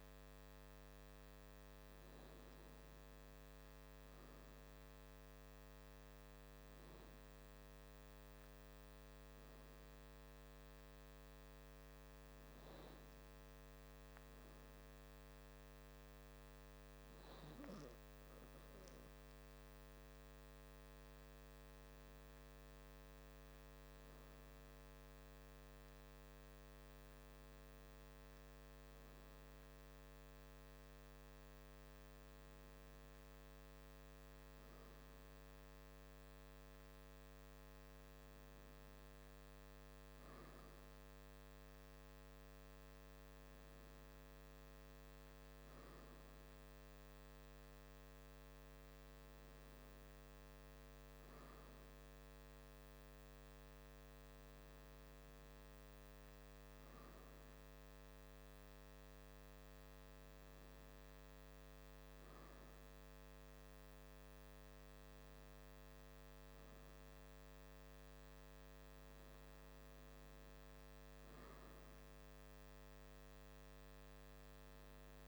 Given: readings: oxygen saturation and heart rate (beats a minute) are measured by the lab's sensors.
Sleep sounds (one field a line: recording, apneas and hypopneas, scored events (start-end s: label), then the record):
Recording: breathing in sleep, hard to hear, by a microphone on the trachea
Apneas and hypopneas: none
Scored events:
none scored
From the record:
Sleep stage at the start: N2 (light sleep)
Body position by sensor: on the back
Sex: male